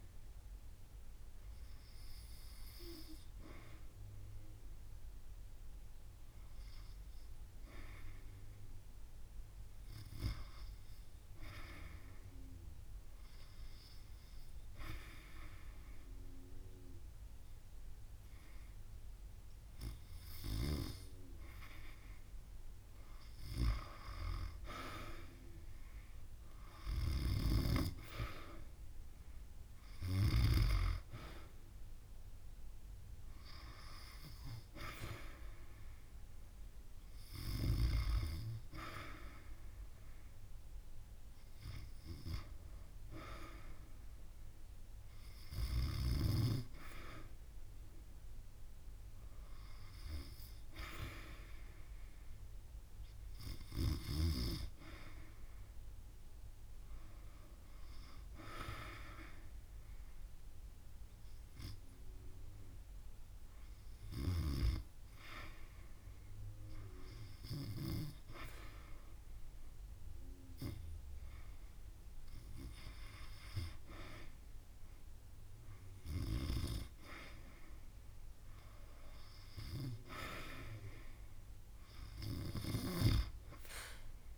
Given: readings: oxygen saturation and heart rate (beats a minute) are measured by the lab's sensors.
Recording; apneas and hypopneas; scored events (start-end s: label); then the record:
breathing in sleep by a room microphone; 2
2.00-22.00 s: hypopnea (oxygen 95% before, 92% lowest)
24.50-27.50 s: arousal
26.00-51.00 s: oxygen desaturation (device-marked, oxygen 97% before, 92% lowest)
58.00-60.00 s: long interval between heartbeats (device-marked)
59.50-78.00 s: hypopnea (oxygen 97% before, 93% lowest)
80.50-84.00 s: arousal
81.00-84.38 s: oxygen desaturation (device-marked, oxygen 96% before, 93% lowest)
From the record:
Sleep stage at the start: REM sleep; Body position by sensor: on the back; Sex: female